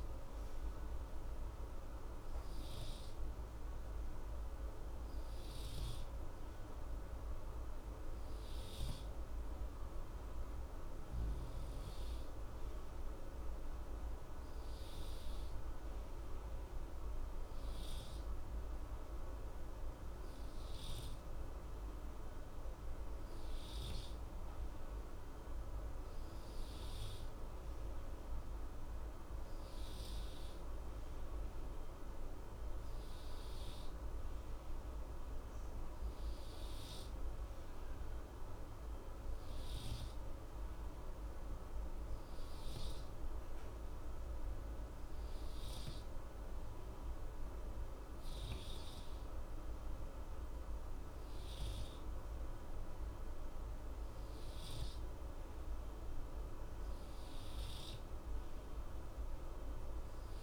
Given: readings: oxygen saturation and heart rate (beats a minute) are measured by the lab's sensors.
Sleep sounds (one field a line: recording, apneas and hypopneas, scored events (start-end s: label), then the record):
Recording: breathing in sleep, hard to hear, by a room microphone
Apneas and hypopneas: 1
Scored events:
40.00-55.00 s: hypopnea (oxygen 94% before, 93% lowest, heart rate 60 before, 60 extreme, up 0 after)
58.50-60.42 s: arousal
From the record:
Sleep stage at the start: N2 (light sleep)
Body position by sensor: on the right side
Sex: male